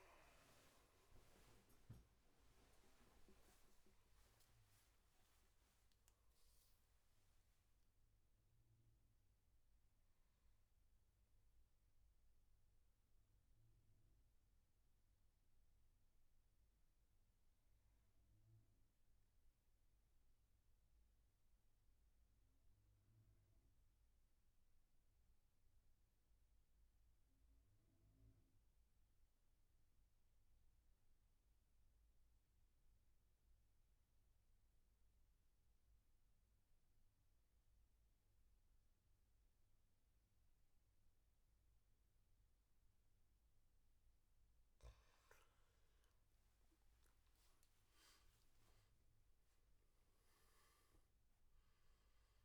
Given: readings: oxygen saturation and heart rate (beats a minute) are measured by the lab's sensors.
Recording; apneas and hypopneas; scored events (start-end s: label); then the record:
breathing in sleep, hard to hear, by a room microphone; 1
0.00-13.50 s: oxygen desaturation (device-marked, oxygen 89% lowest, heart rate 66 extreme)
8.00-42.00 s: mixed apnea (oxygen 96% before, 87% lowest, heart rate 83 before, 62 extreme, up 11 after)
35.50-52.45 s: oxygen desaturation (device-marked, oxygen 99% before, 87% lowest, heart rate 69 before, 62 extreme)
45.00-48.00 s: arousal
From the record:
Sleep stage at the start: N2 (light sleep); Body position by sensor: on the back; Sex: male